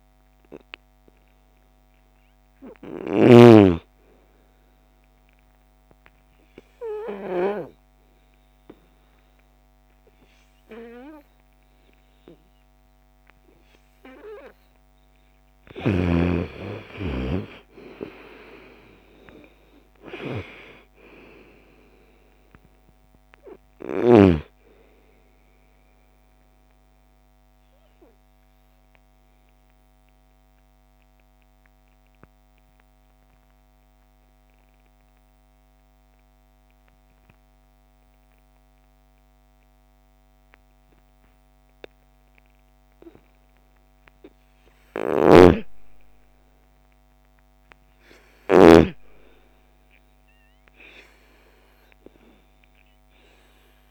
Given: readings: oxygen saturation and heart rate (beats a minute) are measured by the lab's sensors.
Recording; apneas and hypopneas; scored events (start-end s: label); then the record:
breathing in sleep by a microphone on the trachea; 2
0.00-2.50 s: snoring (device-marked)
3.50-13.50 s: obstructive apnea (oxygen 98% before, 89% lowest, heart rate 62 before, 56 extreme, up 9 after)
15.50-20.00 s: arousal
16.00-39.00 s: oxygen desaturation (device-marked, oxygen 95% before, 89% lowest, heart rate 62 before, 56 extreme)
25.00-43.50 s: obstructive apnea (oxygen 98% before, 85% lowest, heart rate 63 before, 56 extreme, up 5 after)
44.00-48.00 s: snoring (device-marked)
45.00-49.00 s: arousal
47.00-53.91 s: oxygen desaturation (device-marked, oxygen 98% before, 89% lowest, heart rate 58 before, 57 extreme)
From the record:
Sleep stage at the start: N2 (light sleep); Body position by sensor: on the right side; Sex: female